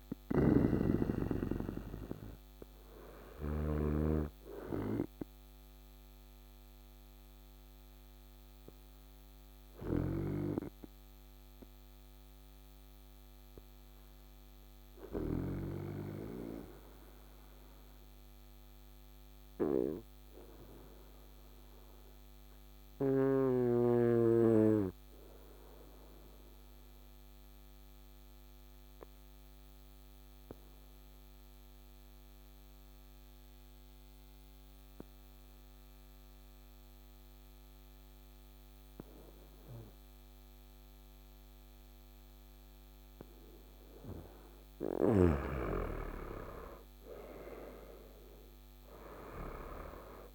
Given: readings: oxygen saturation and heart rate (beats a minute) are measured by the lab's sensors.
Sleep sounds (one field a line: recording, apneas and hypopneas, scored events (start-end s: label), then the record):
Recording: breathing in sleep by a microphone on the trachea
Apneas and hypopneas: 1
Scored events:
0.00-3.50 s: snoring (device-marked)
0.00-18.00 s: oxygen desaturation (device-marked, oxygen 92% lowest, heart rate 53 extreme)
4.00-44.00 s: obstructive apnea (oxygen 99% before, 91% lowest, heart rate 59 before, 53 extreme, up 9 after)
39.00-50.35 s: oxygen desaturation (device-marked, oxygen 98% before, 91% lowest, heart rate 56 before, 53 extreme)
46.00-50.35 s: arousal
From the record:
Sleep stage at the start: N2 (light sleep)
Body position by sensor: on the right side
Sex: male